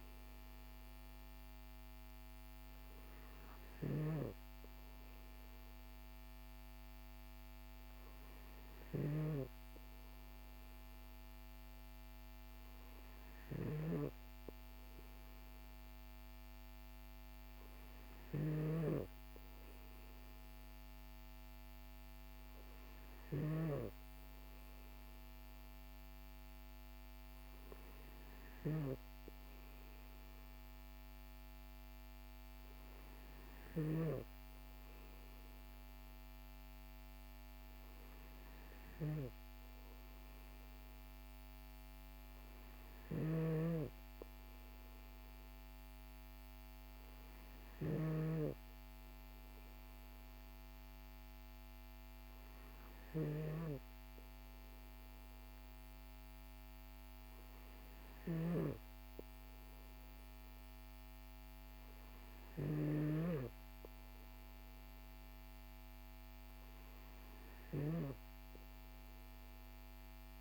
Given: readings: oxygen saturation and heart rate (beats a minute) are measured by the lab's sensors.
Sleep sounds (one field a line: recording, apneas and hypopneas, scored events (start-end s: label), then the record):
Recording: breathing in sleep by a microphone on the trachea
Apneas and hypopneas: none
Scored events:
42.50-47.50 s: snoring (device-marked)
From the record:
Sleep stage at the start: N2 (light sleep)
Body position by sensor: on the back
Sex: male